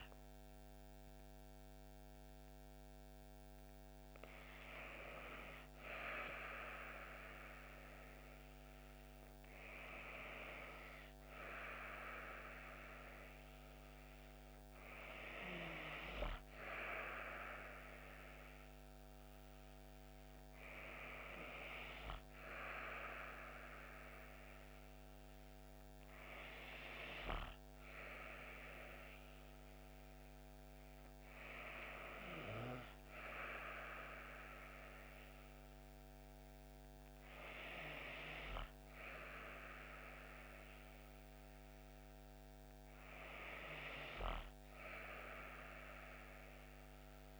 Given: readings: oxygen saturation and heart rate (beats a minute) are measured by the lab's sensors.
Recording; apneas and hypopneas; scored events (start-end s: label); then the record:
breathing in sleep by a microphone on the trachea; none
none scored
From the record:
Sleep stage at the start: N2 (light sleep); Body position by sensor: on the back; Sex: female